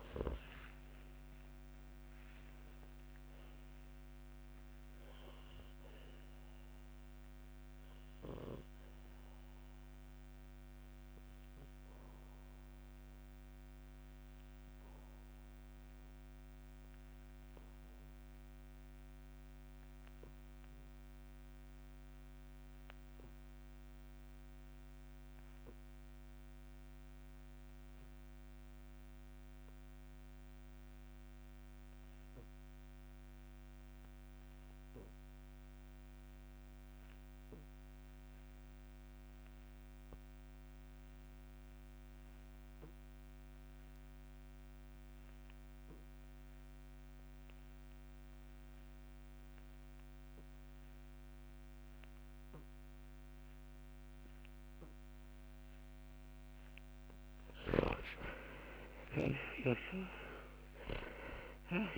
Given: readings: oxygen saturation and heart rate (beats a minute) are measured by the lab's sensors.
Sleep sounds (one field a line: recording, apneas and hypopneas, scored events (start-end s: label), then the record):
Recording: breathing in sleep by a microphone on the trachea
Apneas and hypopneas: 1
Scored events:
0.00-1.50 s: arousal
0.00-27.50 s: oxygen desaturation (device-marked, oxygen 88% lowest, heart rate 54 extreme)
13.50-55.50 s: obstructive apnea (oxygen 95% before, 83% lowest, heart rate 65 before, 54 extreme, up 7 after)
51.50-61.98 s: oxygen desaturation (device-marked, oxygen 95% before, 83% lowest, heart rate 56 before, 55 extreme)
58.00-61.98 s: arousal
From the record:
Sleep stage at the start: REM sleep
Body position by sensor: on the back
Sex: male